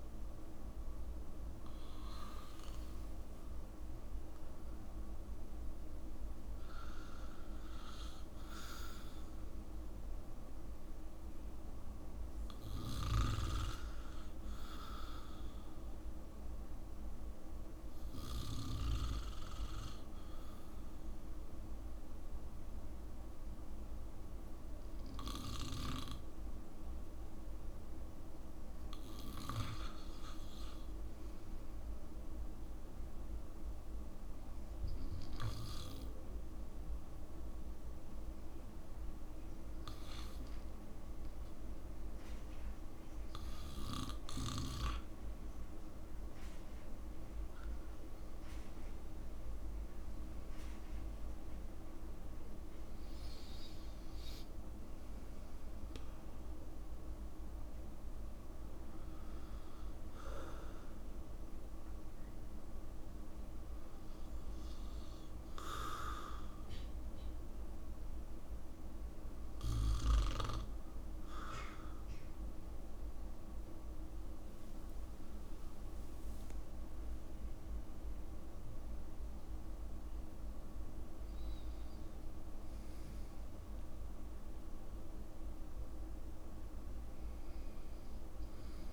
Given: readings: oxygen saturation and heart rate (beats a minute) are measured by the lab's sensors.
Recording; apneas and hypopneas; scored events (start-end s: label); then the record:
breathing in sleep by a room microphone; 1
2.00-6.00 s: arousal
33.00-47.50 s: obstructive apnea (oxygen 95% before, 92% lowest, heart rate 65 before, 62 extreme, up 4 after)
50.00-53.50 s: arousal
76.00-79.50 s: arousal
77.00-87.00 s: oxygen desaturation (device-marked, oxygen 95% before, 92% lowest, heart rate 66 before, 57 extreme)
From the record:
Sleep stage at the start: N2 (light sleep); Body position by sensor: on the back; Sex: male